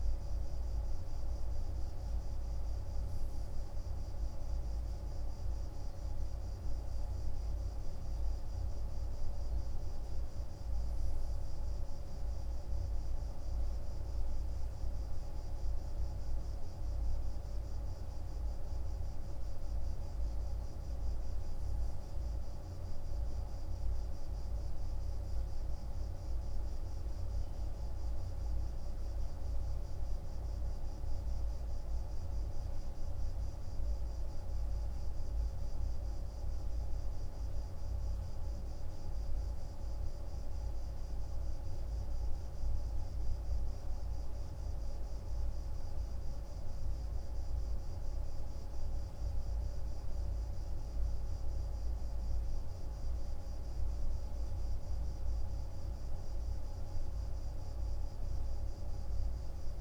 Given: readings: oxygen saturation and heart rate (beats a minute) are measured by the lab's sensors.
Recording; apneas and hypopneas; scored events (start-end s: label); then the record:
breathing in sleep, hard to hear, by a room microphone; none
25.00-59.81 s: new sleep stage, N2 (light sleep)
From the record:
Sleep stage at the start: N1 (lightest sleep); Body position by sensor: on the right side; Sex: male